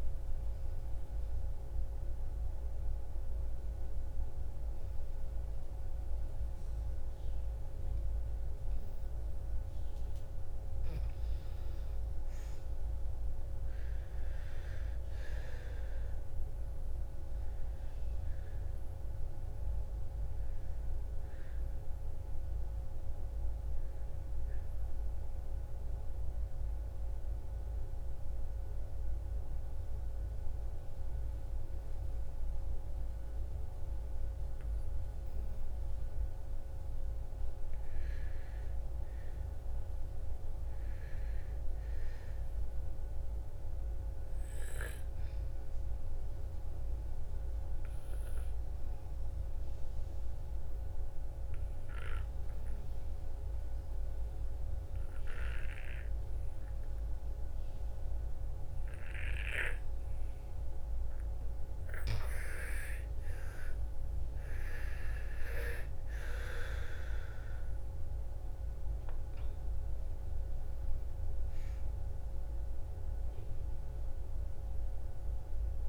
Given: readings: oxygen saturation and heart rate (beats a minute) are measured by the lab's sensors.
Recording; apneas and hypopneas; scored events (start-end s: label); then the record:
breathing in sleep by a room microphone; 3
0.50-11.00 s: obstructive apnea (oxygen 99% before, 89% lowest, heart rate 65 before, 54 extreme, up 14 after)
12.50-17.00 s: arousal
14.50-33.50 s: oxygen desaturation (device-marked, oxygen 98% before, 90% lowest, heart rate 57 before, 54 extreme)
26.00-36.50 s: obstructive apnea (oxygen 98% before, 86% lowest, heart rate 61 before, 54 extreme, up 7 after)
37.00-41.50 s: arousal
47.00-60.50 s: obstructive apnea (oxygen 99% before, 85% lowest, heart rate 57 before, 54 extreme, up 16 after)
47.50-55.50 s: oxygen desaturation (device-marked, oxygen 98% before, 94% lowest, heart rate 57 before, 54 extreme)
63.50-75.89 s: oxygen desaturation (device-marked, oxygen 97% before, 86% lowest, heart rate 57 before, 55 extreme)
68.50-72.50 s: arousal
From the record:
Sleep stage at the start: N2 (light sleep); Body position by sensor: on the back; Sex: female